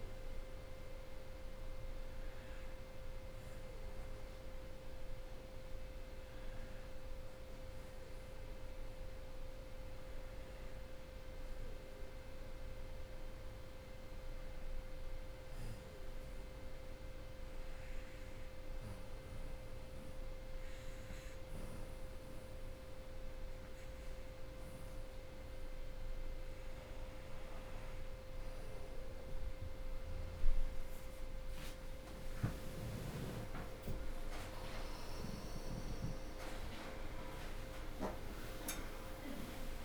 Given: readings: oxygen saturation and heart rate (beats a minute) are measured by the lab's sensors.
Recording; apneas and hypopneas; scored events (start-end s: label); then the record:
breathing in sleep by a room microphone; 1
5.50-35.50 s: new sleep stage, N1 (lightest sleep)
10.50-14.00 s: arousal
17.00-28.00 s: hypopnea (oxygen 96% before, 89% lowest, heart rate 85 before, 76 extreme, up 24 after)
35.00-37.00 s: long interval between heartbeats (device-marked, heart rate 80 before, 98 extreme)
35.50-39.85 s: drop in pulse transit time (device-marked, heart rate 81 before, 95 extreme)
35.50-39.85 s: new sleep stage, awake
36.50-39.85 s: oxygen desaturation (device-marked, oxygen 92% before, 89% lowest, heart rate 82 before, 95 extreme)
From the record:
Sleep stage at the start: N2 (light sleep); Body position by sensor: on the back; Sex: female